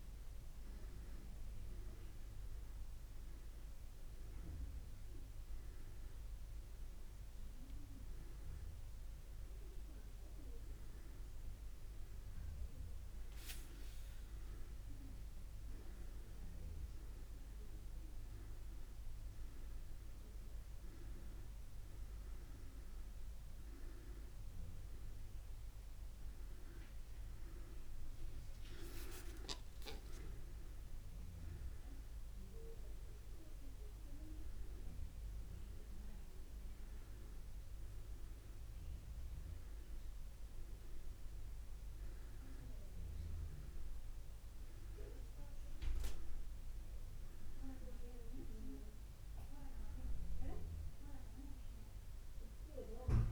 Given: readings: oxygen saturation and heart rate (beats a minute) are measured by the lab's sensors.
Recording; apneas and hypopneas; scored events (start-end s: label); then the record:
a person awake in a sleep study, by a room microphone; none
none scored
From the record:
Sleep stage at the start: awake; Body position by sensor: on the back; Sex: male